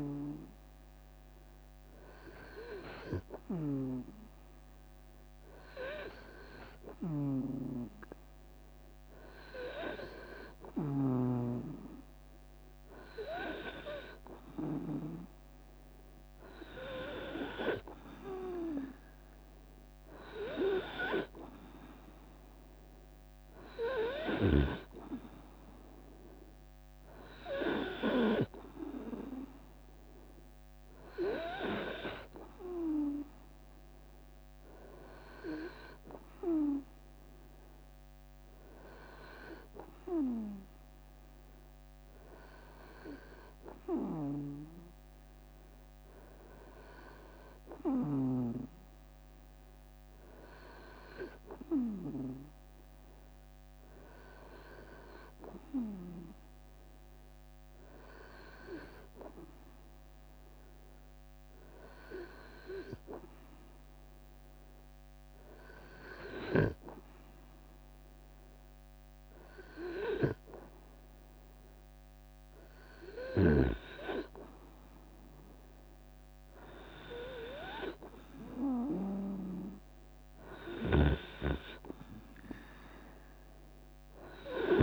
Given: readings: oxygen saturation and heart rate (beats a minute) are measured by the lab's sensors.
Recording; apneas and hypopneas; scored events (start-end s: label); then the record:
breathing in sleep by a microphone on the trachea; none
4.50-6.50 s: long interval between heartbeats (device-marked, heart rate 80 before, 83 extreme)
13.50-23.50 s: drop in pulse transit time (device-marked, heart rate 80 before, 68 extreme)
30.00-32.00 s: long interval between heartbeats (device-marked, heart rate 75 before, 76 extreme)
From the record:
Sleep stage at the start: REM sleep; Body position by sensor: on the right side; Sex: male